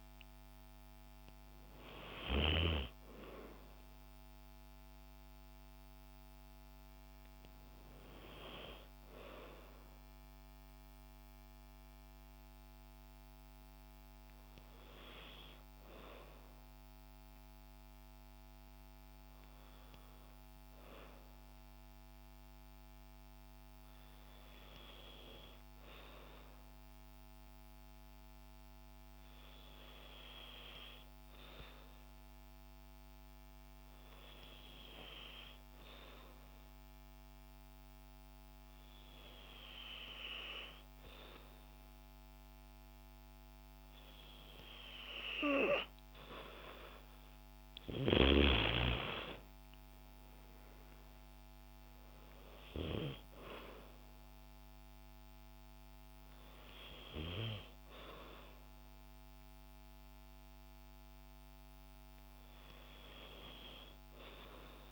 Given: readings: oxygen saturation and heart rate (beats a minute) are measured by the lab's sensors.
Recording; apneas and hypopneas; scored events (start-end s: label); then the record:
breathing in sleep by a microphone on the trachea; 1
26.00-43.50 s: obstructive apnea (oxygen 97% before, 93% lowest, heart rate 70 before, 54 extreme, up 9 after)
46.00-49.50 s: arousal
From the record:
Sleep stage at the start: N2 (light sleep); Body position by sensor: on the back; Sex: female